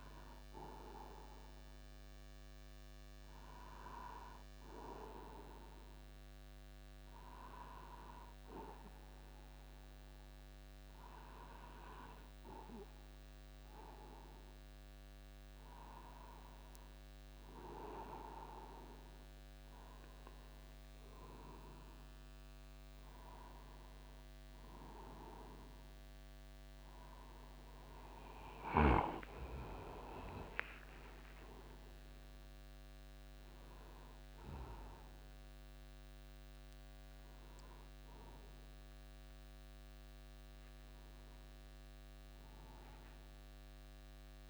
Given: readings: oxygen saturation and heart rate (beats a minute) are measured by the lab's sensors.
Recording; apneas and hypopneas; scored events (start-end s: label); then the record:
breathing in sleep by a microphone on the trachea; none
29.50-31.50 s: long interval between heartbeats (device-marked)
32.00-34.00 s: long interval between heartbeats (device-marked)
40.00-44.50 s: new sleep stage, awake
From the record:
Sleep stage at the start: N1 (lightest sleep); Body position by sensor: upright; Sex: male